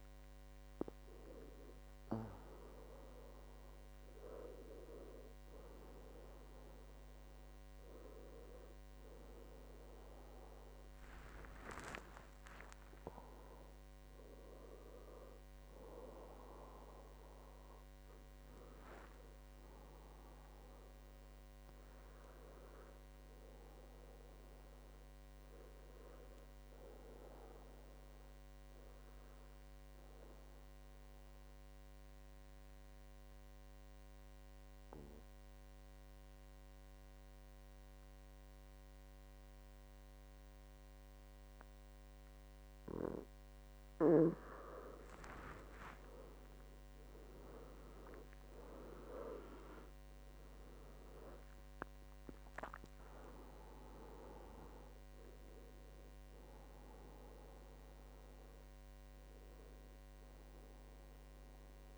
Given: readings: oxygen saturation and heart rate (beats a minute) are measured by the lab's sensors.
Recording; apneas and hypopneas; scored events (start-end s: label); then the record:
breathing in sleep by a microphone on the trachea; 1
0.00-13.50 s: oxygen desaturation (device-marked, oxygen 91% lowest, heart rate 66 extreme)
13.00-17.50 s: arousal
30.50-43.50 s: obstructive apnea (oxygen 98% before, 91% lowest, heart rate 75 before, 66 extreme, up 13 after)
43.50-61.98 s: oxygen desaturation (device-marked, oxygen 97% before, 91% lowest, heart rate 69 before, 63 extreme)
46.50-51.00 s: arousal
From the record:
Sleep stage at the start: N2 (light sleep); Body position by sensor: on the back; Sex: male